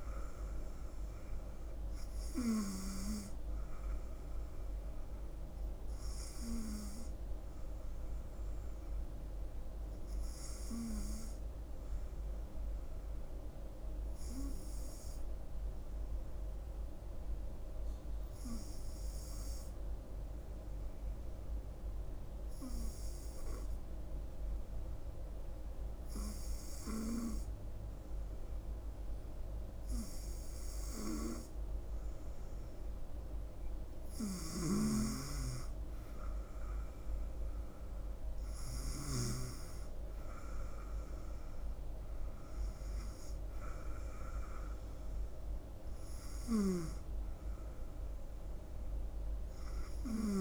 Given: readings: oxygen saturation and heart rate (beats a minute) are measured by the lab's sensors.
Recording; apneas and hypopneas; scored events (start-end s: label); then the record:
breathing in sleep by a room microphone; 1
0.00-20.50 s: oxygen desaturation (device-marked, oxygen 94% lowest, heart rate 66 extreme)
10.00-34.00 s: hypopnea (oxygen 98% before, 94% lowest, heart rate 70 before, 66 extreme, up 4 after)
35.50-38.00 s: arousal
From the record:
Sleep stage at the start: N2 (light sleep); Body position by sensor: on the front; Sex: female